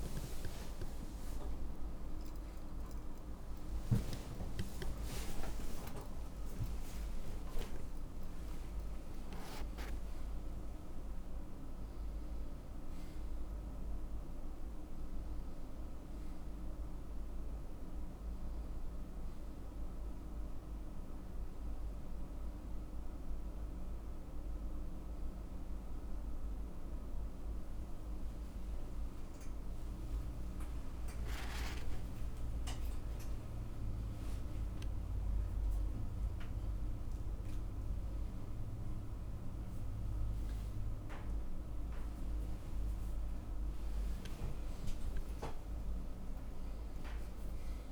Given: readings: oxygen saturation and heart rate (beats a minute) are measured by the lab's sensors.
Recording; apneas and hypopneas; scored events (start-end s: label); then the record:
breathing in sleep, hard to hear, by a room microphone; none
2.00-7.50 s: arousal
7.00-16.00 s: oxygen desaturation (device-marked, oxygen 95% before, 90% lowest, heart rate 85 before, 81 extreme)
42.00-47.92 s: new sleep stage, awake
From the record:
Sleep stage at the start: N1 (lightest sleep); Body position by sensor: upright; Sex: male